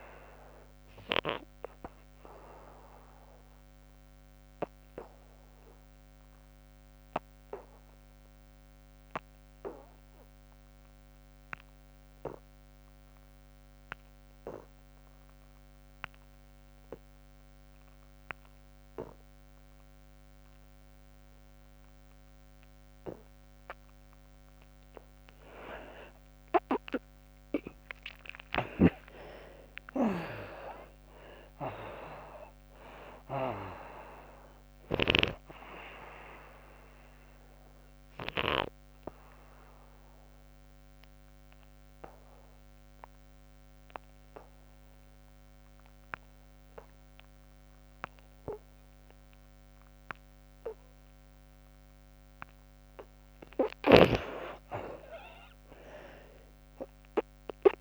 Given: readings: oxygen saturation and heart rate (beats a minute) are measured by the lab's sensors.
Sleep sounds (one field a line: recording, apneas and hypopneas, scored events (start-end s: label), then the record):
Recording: breathing in sleep by a microphone on the trachea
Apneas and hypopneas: 2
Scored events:
0.00-13.00 s: oxygen desaturation (device-marked, oxygen 59% lowest, heart rate 76 extreme)
2.50-22.50 s: obstructive apnea (oxygen 92% before, 54% lowest, heart rate 98 before, 76 extreme)
15.00-47.00 s: oxygen desaturation (device-marked, oxygen 94% before, 54% lowest, heart rate 104 before, 80 extreme)
19.00-57.81 s: new sleep stage, N2 (light sleep)
26.00-31.50 s: arousal
38.00-53.50 s: obstructive apnea (oxygen 94% before, 54% lowest, heart rate 118 before, 74 extreme, up 23 after)
52.00-57.81 s: oxygen desaturation (device-marked, oxygen 93% before, 62% lowest, heart rate 100 before, 73 extreme)
55.50-57.81 s: arousal
From the record:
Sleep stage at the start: REM sleep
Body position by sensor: on the back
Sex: female